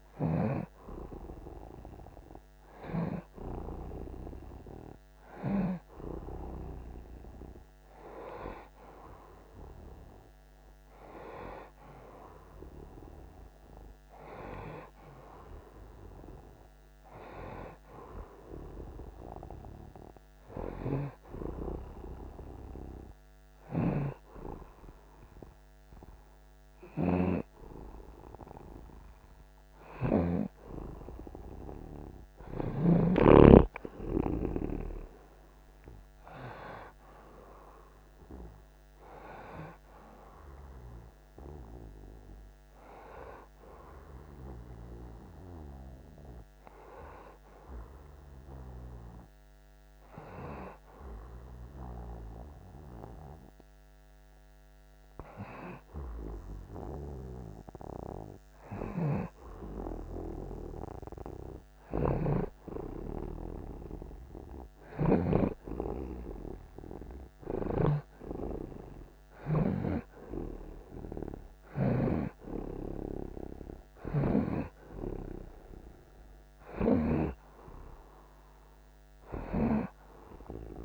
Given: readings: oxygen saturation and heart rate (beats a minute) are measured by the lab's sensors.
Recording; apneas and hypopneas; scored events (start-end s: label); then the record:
breathing in sleep by a microphone on the trachea; none
23.50-30.50 s: snoring (device-marked)
41.50-62.50 s: oxygen desaturation (device-marked, oxygen 89% before, 86% lowest, heart rate 49 before, 27 extreme)
62.00-74.50 s: snoring (device-marked)
71.50-80.85 s: oxygen desaturation (device-marked, oxygen 92% before, 87% lowest)
From the record:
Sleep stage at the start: N1 (lightest sleep); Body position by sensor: on the right side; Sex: male